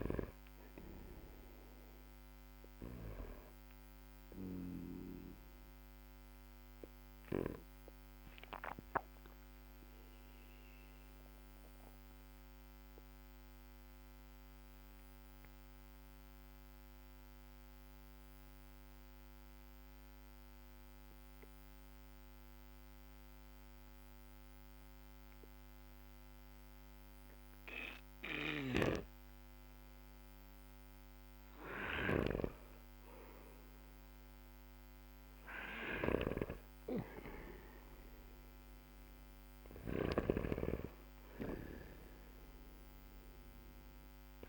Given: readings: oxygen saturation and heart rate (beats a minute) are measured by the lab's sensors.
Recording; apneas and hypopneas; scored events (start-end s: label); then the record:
breathing in sleep by a microphone on the trachea; 1
0.00-3.00 s: snoring (device-marked)
0.00-20.00 s: oxygen desaturation (device-marked, oxygen 93% lowest, heart rate 45 extreme)
5.00-30.50 s: obstructive apnea (oxygen 98% before, 93% lowest, heart rate 54 before, 45 extreme, up 3 after)
28.00-44.49 s: snoring (device-marked)
32.50-36.00 s: arousal
40.00-44.49 s: oxygen desaturation (device-marked, oxygen 99% before, 94% lowest, heart rate 57 before, 47 extreme)
From the record:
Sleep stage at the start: N2 (light sleep); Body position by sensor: on the back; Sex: male